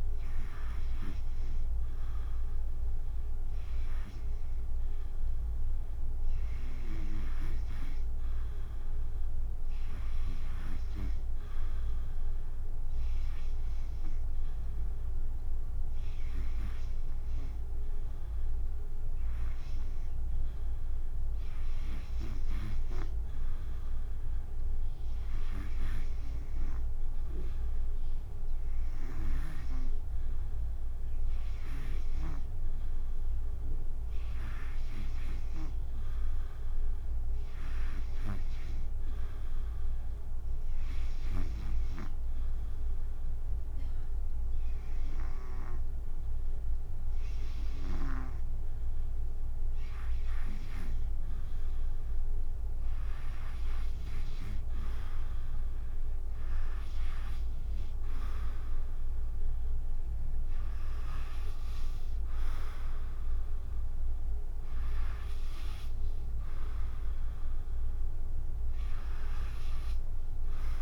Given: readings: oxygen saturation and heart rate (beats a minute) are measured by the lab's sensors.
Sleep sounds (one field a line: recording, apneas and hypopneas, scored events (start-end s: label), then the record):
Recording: breathing in sleep by a room microphone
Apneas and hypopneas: 1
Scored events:
0.00-9.50 s: drop in pulse transit time (device-marked, heart rate 72 extreme)
0.00-10.50 s: oxygen desaturation (device-marked, oxygen 91% lowest, heart rate 69 extreme)
39.50-51.00 s: obstructive apnea (oxygen 94% before, 90% lowest, heart rate 71 before, 73 extreme, up 8 after)
54.00-58.00 s: arousal
59.50-70.82 s: drop in pulse transit time (device-marked, heart rate 76 before, 73 extreme)
From the record:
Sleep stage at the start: REM sleep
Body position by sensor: on the back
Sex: female